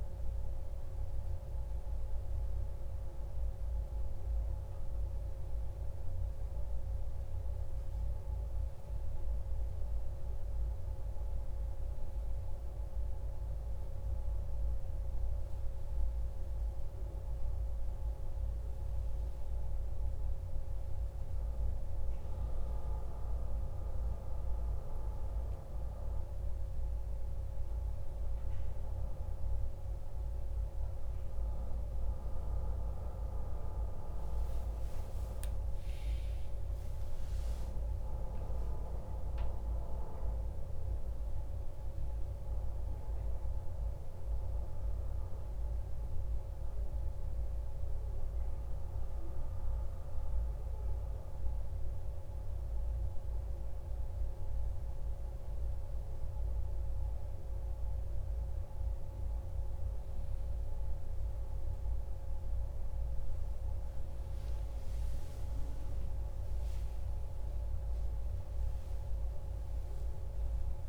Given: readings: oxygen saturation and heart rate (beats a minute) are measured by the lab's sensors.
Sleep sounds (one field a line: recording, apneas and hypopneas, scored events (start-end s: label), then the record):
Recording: breathing in sleep, hard to hear, by a room microphone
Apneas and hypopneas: none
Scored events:
21.50-27.00 s: arousal
64.00-70.89 s: new sleep stage, awake
From the record:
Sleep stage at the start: N1 (lightest sleep)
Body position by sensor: on the back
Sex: male